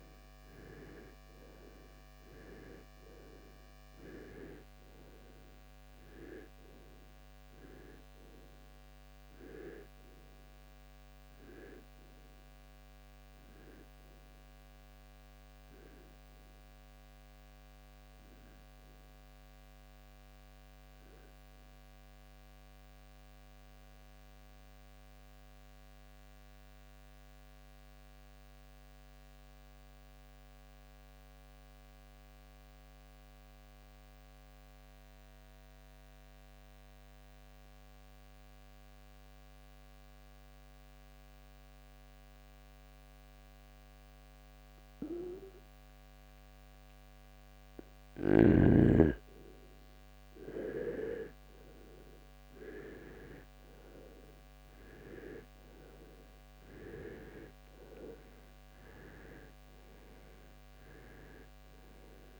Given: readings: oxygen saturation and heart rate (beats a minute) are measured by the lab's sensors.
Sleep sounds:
breathing in sleep by a microphone on the trachea; 1
18.50-43.50 s: oxygen desaturation (device-marked, oxygen 96% before, 84% lowest, heart rate 68 before, 51 extreme)
22.50-47.50 s: mixed apnea (oxygen 97% before, 83% lowest, heart rate 71 before, 51 extreme, up 4 after)
48.50-53.50 s: arousal
From the record:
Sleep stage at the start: REM sleep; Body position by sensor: on the right side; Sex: male

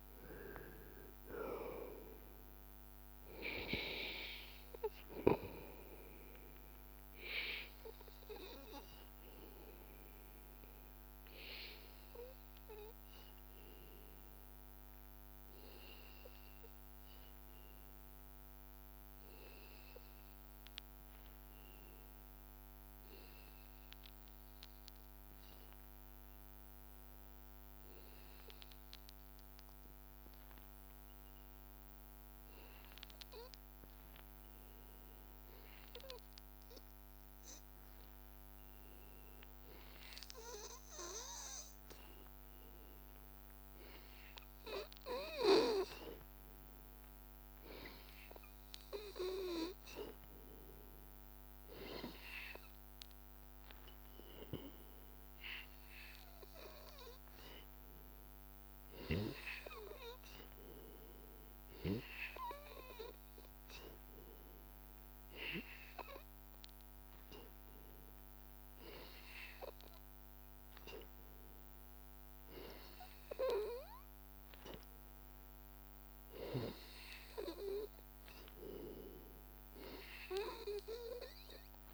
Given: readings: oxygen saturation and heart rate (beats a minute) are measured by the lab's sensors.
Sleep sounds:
breathing in sleep by a microphone on the trachea; 1
0.00-11.00 s: oxygen desaturation (device-marked, oxygen 91% lowest, heart rate 77 extreme)
10.50-13.00 s: arousal
15.00-44.00 s: hypopnea (oxygen 95% before, 92% lowest, heart rate 78 before, 83 extreme, up 0 after)
33.00-70.00 s: oxygen desaturation (device-marked, oxygen 99% before, 92% lowest, heart rate 86 before, 83 extreme)
45.50-49.50 s: arousal
From the record:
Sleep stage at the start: N2 (light sleep); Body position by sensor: on the back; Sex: male

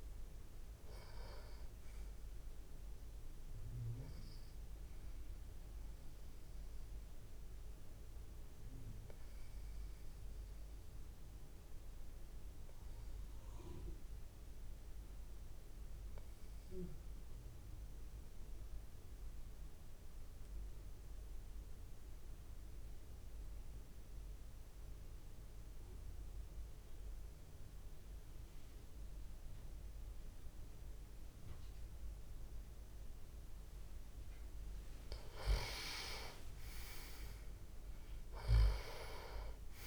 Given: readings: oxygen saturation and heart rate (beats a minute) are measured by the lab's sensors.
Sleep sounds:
breathing in sleep by a room microphone; 1
0.00-14.50 s: oxygen desaturation (device-marked, oxygen 88% lowest)
6.00-33.00 s: obstructive apnea (oxygen 97% before, 88% lowest)
29.50-39.87 s: oxygen desaturation (device-marked, oxygen 98% before, 89% lowest)
35.00-39.87 s: arousal
From the record:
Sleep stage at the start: N2 (light sleep); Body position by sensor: on the back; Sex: male

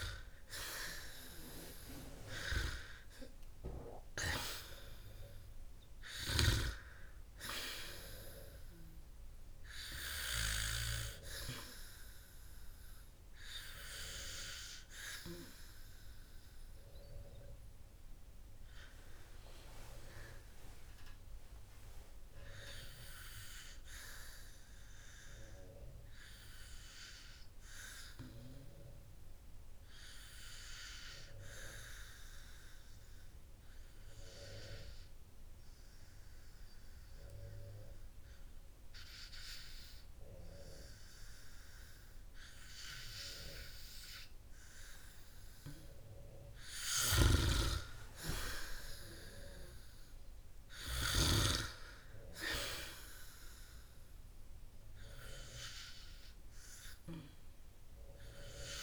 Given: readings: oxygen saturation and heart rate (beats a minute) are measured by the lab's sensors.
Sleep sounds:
breathing in sleep by a room microphone; 1
0.00-6.00 s: oxygen desaturation (device-marked, oxygen 94% lowest, heart rate 52 extreme)
22.00-25.50 s: arousal
33.00-44.00 s: obstructive apnea (oxygen 97% before, 94% lowest, heart rate 55 before, 52 extreme, up 14 after)
48.50-52.50 s: arousal
From the record:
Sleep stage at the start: N2 (light sleep); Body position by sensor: on the back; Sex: male

